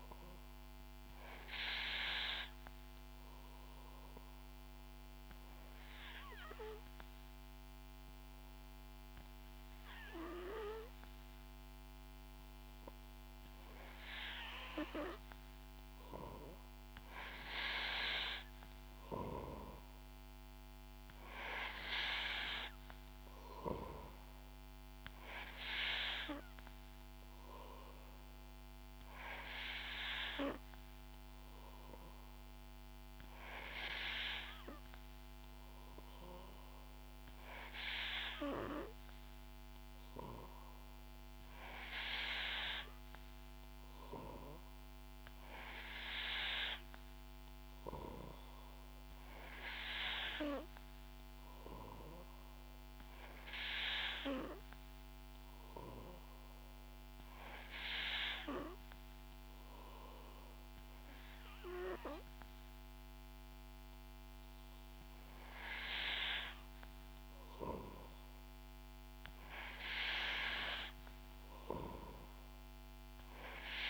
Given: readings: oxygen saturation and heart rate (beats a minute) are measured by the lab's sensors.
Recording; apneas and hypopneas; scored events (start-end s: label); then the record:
breathing in sleep by a microphone on the trachea; 1
0.00-9.50 s: oxygen desaturation (device-marked, oxygen 88% lowest, heart rate 66 extreme)
2.50-15.00 s: obstructive apnea (oxygen 91% before, 88% lowest, heart rate 69 before, 66 extreme, up 0 after)
17.50-21.50 s: arousal
19.00-24.00 s: snoring (device-marked)
21.50-37.50 s: oxygen desaturation (device-marked, oxygen 92% before, 88% lowest, heart rate 69 before, 67 extreme)
From the record:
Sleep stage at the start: N3 (deep sleep); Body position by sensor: on the back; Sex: female